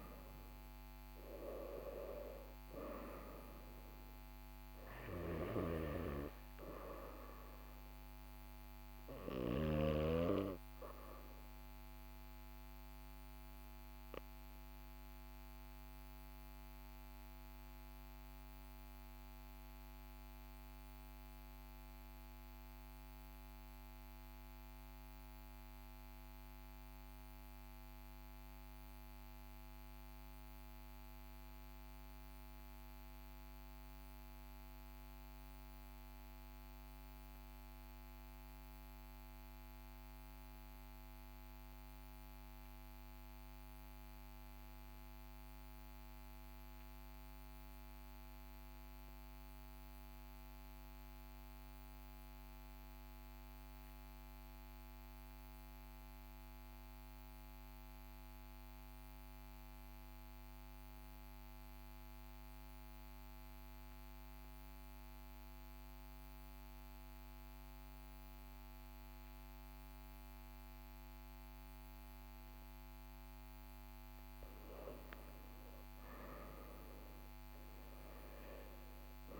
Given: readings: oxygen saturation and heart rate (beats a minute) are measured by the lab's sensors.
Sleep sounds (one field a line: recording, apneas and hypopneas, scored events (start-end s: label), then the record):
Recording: breathing in sleep by a microphone on the trachea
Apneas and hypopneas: 1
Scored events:
0.00-24.50 s: oxygen desaturation (device-marked, oxygen 87% lowest, heart rate 42 extreme)
12.50-73.00 s: obstructive apnea (oxygen 95% before, 80% lowest, heart rate 47 before, 42 extreme, up 7 after)
45.50-79.40 s: oxygen desaturation (device-marked, oxygen 99% before, 80% lowest, heart rate 43 before, 43 extreme)
48.50-79.40 s: new sleep stage, REM sleep
From the record:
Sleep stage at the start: N2 (light sleep)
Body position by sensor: on the right side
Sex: male